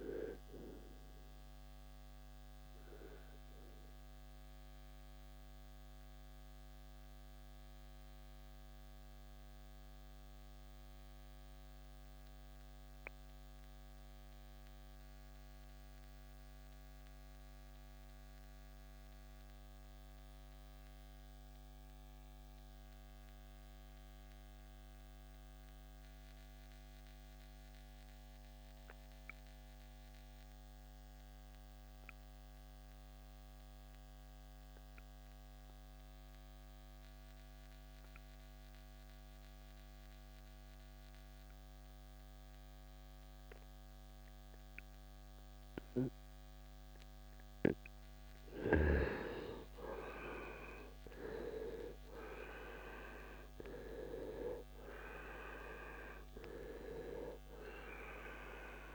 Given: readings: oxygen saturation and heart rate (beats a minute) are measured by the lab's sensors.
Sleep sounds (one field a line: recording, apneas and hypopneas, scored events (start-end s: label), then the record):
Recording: breathing in sleep by a microphone on the trachea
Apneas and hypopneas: 1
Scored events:
0.00-18.00 s: oxygen desaturation (device-marked, oxygen 79% lowest, heart rate 47 extreme)
2.50-47.50 s: obstructive apnea (oxygen 95% before, 77% lowest, heart rate 79 before, 47 extreme, up 30 after)
38.00-58.94 s: oxygen desaturation (device-marked, oxygen 97% before, 77% lowest, heart rate 61 before, 52 extreme)
48.50-54.00 s: arousal
55.00-58.94 s: new sleep stage, N1 (lightest sleep)
From the record:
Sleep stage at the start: N2 (light sleep)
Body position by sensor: on the right side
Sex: male